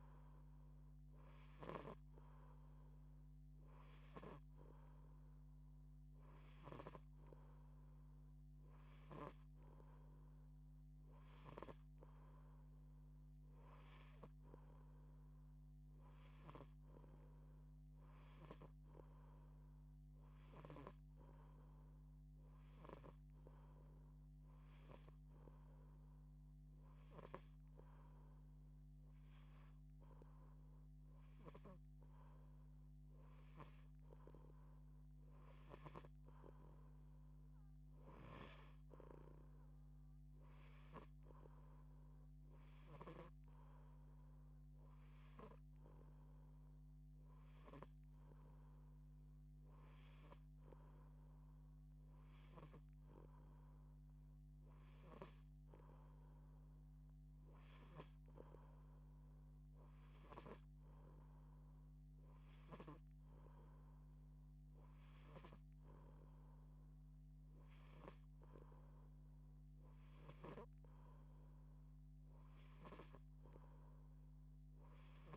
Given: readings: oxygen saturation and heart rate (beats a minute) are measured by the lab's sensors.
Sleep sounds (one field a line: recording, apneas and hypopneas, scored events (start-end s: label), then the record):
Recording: breathing in sleep by a microphone on the trachea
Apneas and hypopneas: none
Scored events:
37.50-43.00 s: snoring (device-marked)
69.50-75.00 s: snoring (device-marked)
From the record:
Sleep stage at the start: N2 (light sleep)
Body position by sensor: on the back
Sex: female